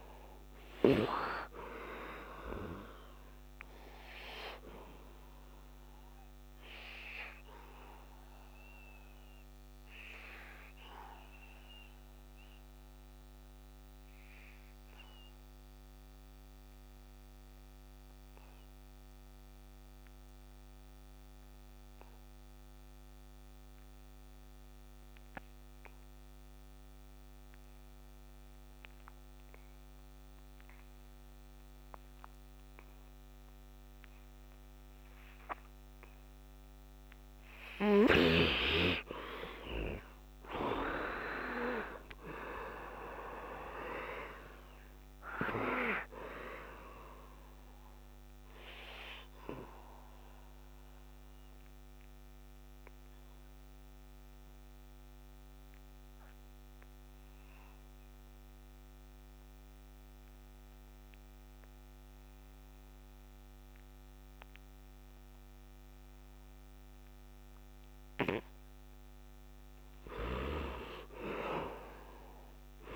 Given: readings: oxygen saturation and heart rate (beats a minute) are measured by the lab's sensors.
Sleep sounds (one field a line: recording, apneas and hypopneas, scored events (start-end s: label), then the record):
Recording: breathing in sleep by a microphone on the trachea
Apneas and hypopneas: 2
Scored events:
0.00-19.00 s: oxygen desaturation (device-marked, oxygen 73% lowest, heart rate 64 extreme)
3.50-36.00 s: obstructive apnea (oxygen 100% before, 69% lowest, heart rate 78 before, 61 extreme, up 10 after)
26.00-71.00 s: oxygen desaturation (device-marked, oxygen 99% before, 69% lowest, heart rate 68 before, 58 extreme)
38.00-41.50 s: arousal
47.50-68.50 s: obstructive apnea (oxygen 99% before, 69% lowest, heart rate 76 before, 58 extreme, up 14 after)
70.00-72.96 s: arousal
From the record:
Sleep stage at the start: N2 (light sleep)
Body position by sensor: on the back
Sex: male